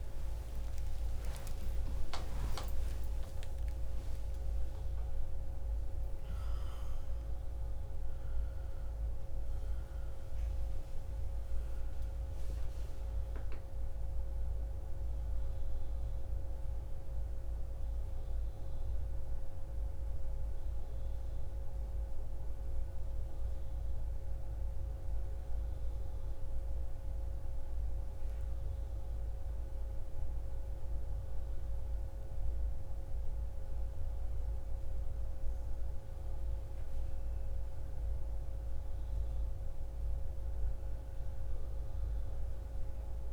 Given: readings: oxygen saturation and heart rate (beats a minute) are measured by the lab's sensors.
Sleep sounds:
a person awake in a sleep study, hard to hear, by a room microphone; none
39.00-43.33 s: oxygen desaturation (device-marked, oxygen 98% before, 94% lowest)
From the record:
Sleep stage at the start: awake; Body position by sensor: on the left side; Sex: female

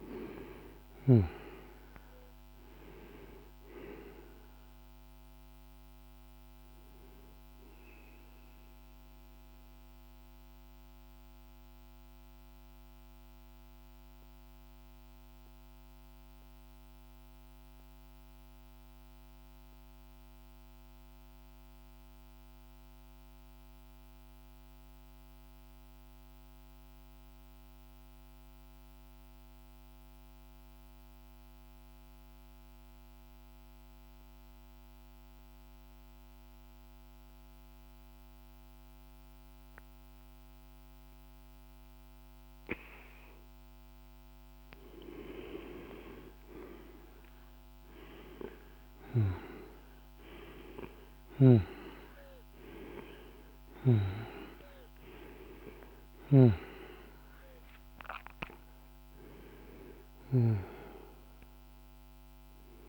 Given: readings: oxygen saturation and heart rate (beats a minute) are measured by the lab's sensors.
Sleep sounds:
breathing in sleep by a microphone on the trachea; 1
0.00-18.50 s: oxygen desaturation (device-marked, oxygen 85% lowest, heart rate 47 extreme)
8.00-44.00 s: mixed apnea (oxygen 98% before, 85% lowest, heart rate 55 before, 47 extreme, up 8 after)
35.50-62.89 s: oxygen desaturation (device-marked, oxygen 99% before, 86% lowest, heart rate 50 before, 48 extreme)
47.00-52.50 s: arousal
55.00-59.50 s: snoring (device-marked)
From the record:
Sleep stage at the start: N2 (light sleep); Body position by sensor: on the back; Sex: male

